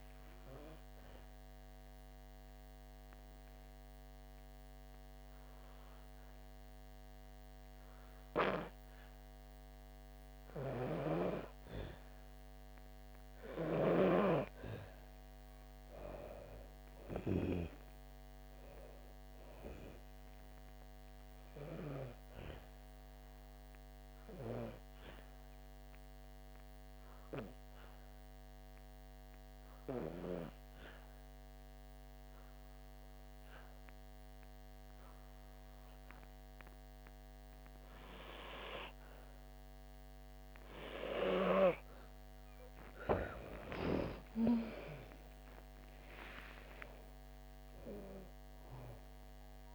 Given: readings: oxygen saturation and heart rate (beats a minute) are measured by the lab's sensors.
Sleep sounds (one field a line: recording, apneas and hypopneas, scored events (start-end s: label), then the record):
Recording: breathing in sleep by a microphone on the trachea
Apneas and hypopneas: 2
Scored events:
1.00-13.00 s: hypopnea (oxygen 96% before, 91% lowest, heart rate 66 before, 63 extreme, up 7 after)
16.50-20.00 s: arousal
30.50-42.50 s: obstructive apnea (oxygen 96% before, 91% lowest, heart rate 67 before, 59 extreme, up 7 after)
44.50-49.00 s: arousal
From the record:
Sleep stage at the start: N2 (light sleep)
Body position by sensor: on the back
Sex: female